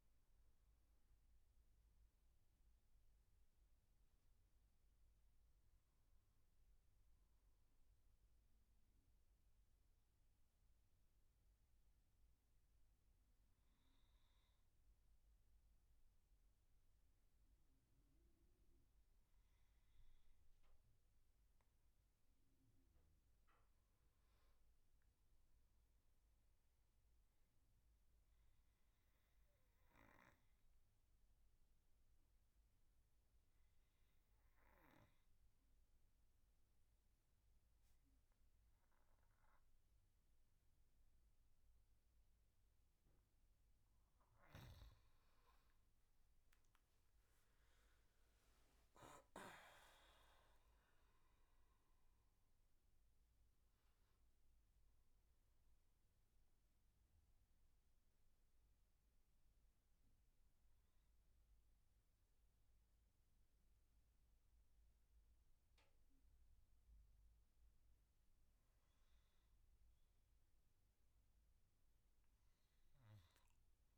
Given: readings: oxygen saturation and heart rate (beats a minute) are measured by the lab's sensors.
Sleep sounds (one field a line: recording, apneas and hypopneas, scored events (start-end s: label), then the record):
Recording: breathing in sleep, hard to hear, by a room microphone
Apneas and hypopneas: 2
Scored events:
3.00-6.50 s: arousal
9.00-21.50 s: mixed apnea (oxygen 99% before, 92% lowest, heart rate 71 before, 72 extreme, up 5 after)
28.50-43.50 s: obstructive apnea (oxygen 99% before, 92% lowest, heart rate 75 before, 68 extreme, up 14 after)
45.50-49.00 s: arousal
47.50-73.98 s: oxygen desaturation (device-marked, oxygen 97% before, 92% lowest, heart rate 75 before, 68 extreme)
From the record:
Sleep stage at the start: N2 (light sleep)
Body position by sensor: on the back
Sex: male